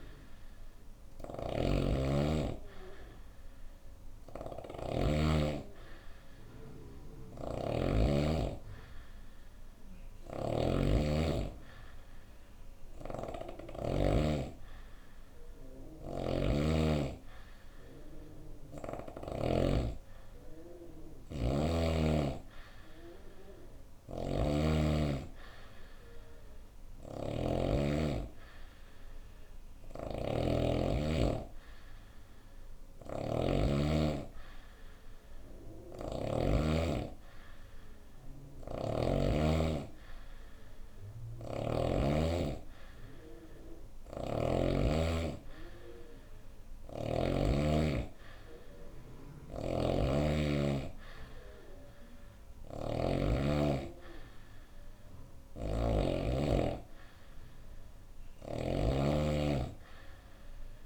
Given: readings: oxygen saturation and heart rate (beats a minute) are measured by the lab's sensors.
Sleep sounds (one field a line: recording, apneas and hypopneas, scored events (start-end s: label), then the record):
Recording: breathing in sleep by a room microphone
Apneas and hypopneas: none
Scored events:
0.00-13.00 s: snoring (device-marked)
15.00-18.50 s: snoring (device-marked)
20.50-27.00 s: snoring (device-marked)
29.00-33.00 s: snoring (device-marked)
35.00-38.50 s: snoring (device-marked)
40.50-44.00 s: snoring (device-marked)
48.50-55.50 s: snoring (device-marked)
57.50-60.86 s: snoring (device-marked)
From the record:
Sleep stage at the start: N2 (light sleep)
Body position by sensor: on the right side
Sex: female